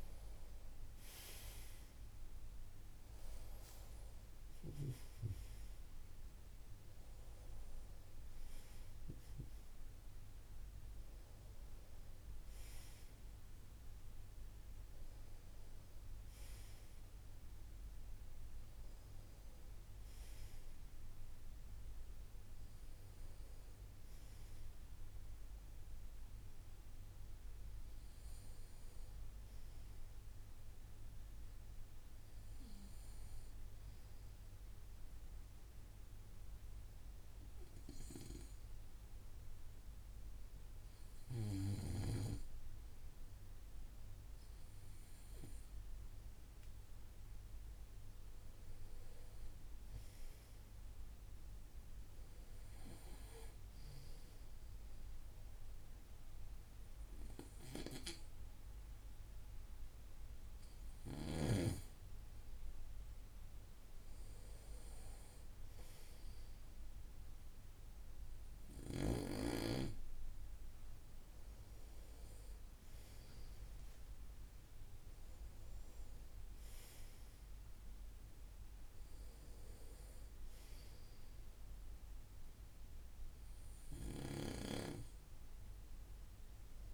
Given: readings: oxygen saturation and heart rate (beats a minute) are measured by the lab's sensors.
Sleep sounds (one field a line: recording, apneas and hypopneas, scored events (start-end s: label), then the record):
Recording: breathing in sleep by a room microphone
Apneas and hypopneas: 1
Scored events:
0.00-1.00 s: oxygen desaturation (device-marked, oxygen 92% lowest, heart rate 49 extreme)
26.50-29.50 s: arousal
35.50-48.00 s: hypopnea (oxygen 97% before, 94% lowest, heart rate 56 before, 55 extreme, up 6 after)
49.50-52.50 s: arousal
83.50-86.94 s: arousal
From the record:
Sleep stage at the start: N2 (light sleep)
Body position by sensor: on the right side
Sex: male